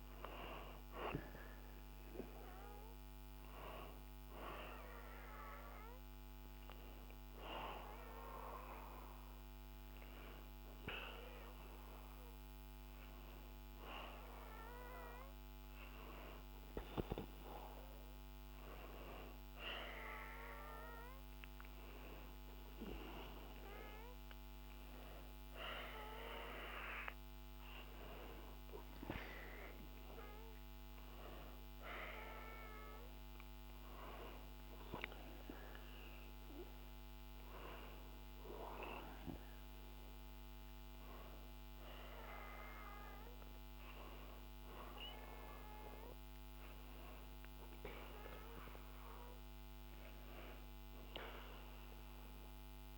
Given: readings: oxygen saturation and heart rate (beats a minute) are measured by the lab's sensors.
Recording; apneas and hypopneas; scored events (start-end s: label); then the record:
breathing in sleep by a microphone on the trachea; none
22.00-52.98 s: new sleep stage, N2 (light sleep)
From the record:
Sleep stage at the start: N1 (lightest sleep); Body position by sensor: on the back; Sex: male